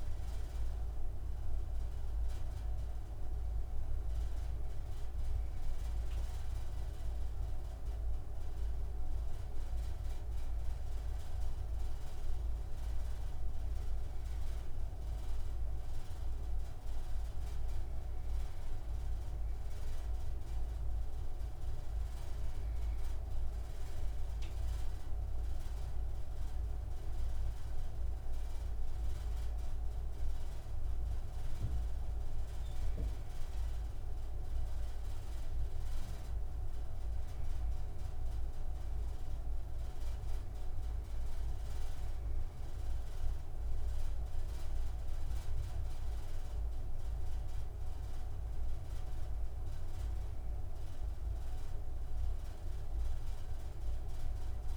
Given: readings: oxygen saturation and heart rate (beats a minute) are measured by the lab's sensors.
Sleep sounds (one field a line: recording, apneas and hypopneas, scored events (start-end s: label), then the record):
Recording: breathing in sleep, hard to hear, by a room microphone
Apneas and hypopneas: none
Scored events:
none scored
From the record:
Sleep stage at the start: N2 (light sleep)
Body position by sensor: on the right side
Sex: male